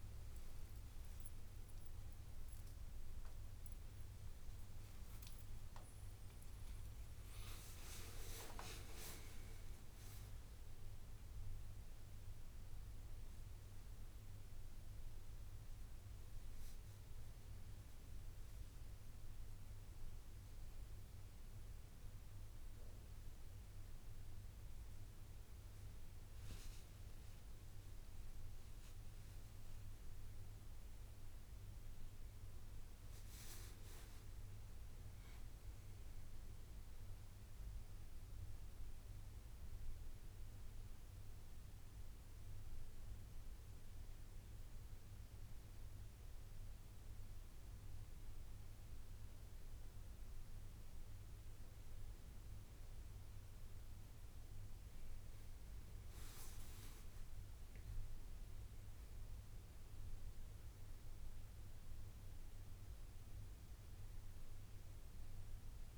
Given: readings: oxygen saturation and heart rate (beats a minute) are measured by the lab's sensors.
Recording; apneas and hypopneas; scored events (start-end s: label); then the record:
a person partly awake in a sleep study, hard to hear, by a room microphone; none
30.00-65.97 s: new sleep stage, N1 (lightest sleep)
56.50-60.00 s: arousal
From the record:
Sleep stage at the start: awake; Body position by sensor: on the right side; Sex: male